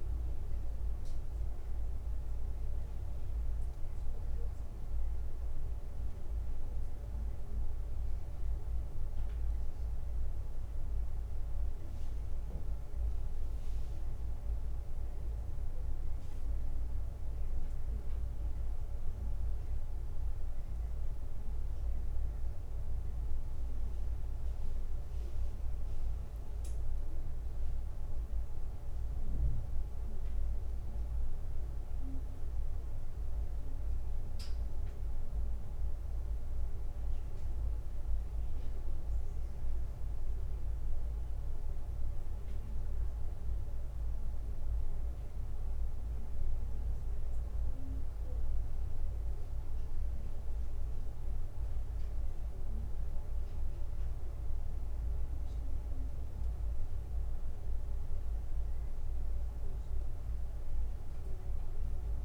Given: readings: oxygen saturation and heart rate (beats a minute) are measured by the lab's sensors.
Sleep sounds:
a person awake in a sleep study, hard to hear, by a room microphone; none
none scored
From the record:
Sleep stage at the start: awake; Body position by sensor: on the back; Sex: male

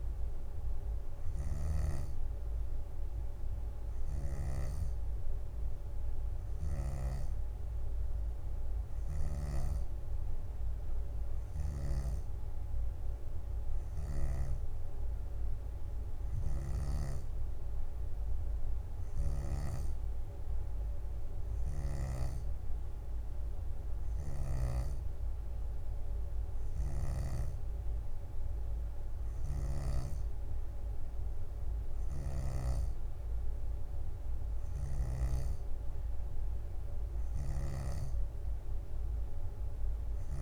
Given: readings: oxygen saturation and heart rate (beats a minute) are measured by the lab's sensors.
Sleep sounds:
breathing in sleep by a room microphone; none
12.50-22.50 s: drop in pulse transit time (device-marked, heart rate 64 before, 63 extreme)
19.00-30.00 s: snoring (device-marked)
32.00-40.42 s: snoring (device-marked)
From the record:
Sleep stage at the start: N2 (light sleep); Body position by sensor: on the back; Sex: female

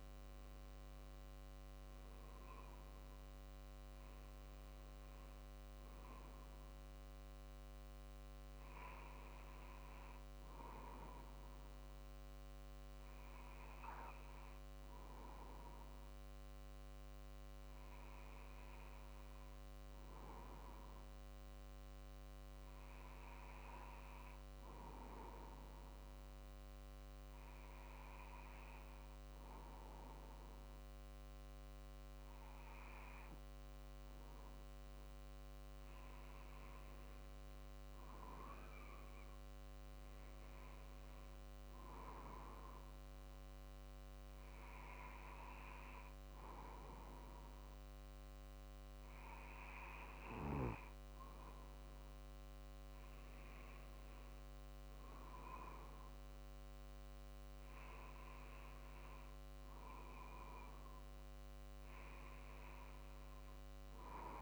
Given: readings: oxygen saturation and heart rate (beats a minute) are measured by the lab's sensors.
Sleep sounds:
breathing in sleep by a microphone on the trachea; none
24.50-26.50 s: long interval between heartbeats (device-marked, heart rate 49 before, 49 extreme)
35.00-38.50 s: arousal
41.50-51.50 s: drop in pulse transit time (device-marked, heart rate 49 before, 48 extreme)
From the record:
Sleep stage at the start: N2 (light sleep); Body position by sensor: on the right side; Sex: male

